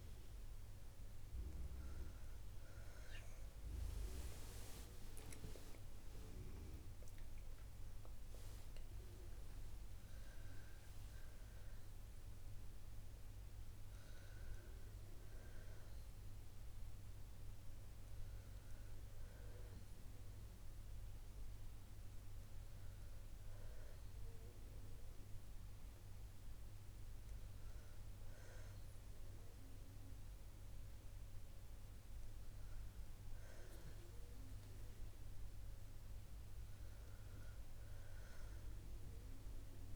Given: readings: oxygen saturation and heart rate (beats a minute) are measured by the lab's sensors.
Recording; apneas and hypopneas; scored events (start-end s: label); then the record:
breathing in sleep by a room microphone; none
3.50-7.00 s: arousal
22.50-30.50 s: oxygen desaturation (device-marked, oxygen 95% before, 92% lowest, heart rate 64 before, 60 extreme)
36.50-39.96 s: new sleep stage, awake
From the record:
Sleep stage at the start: N1 (lightest sleep); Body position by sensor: on the back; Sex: female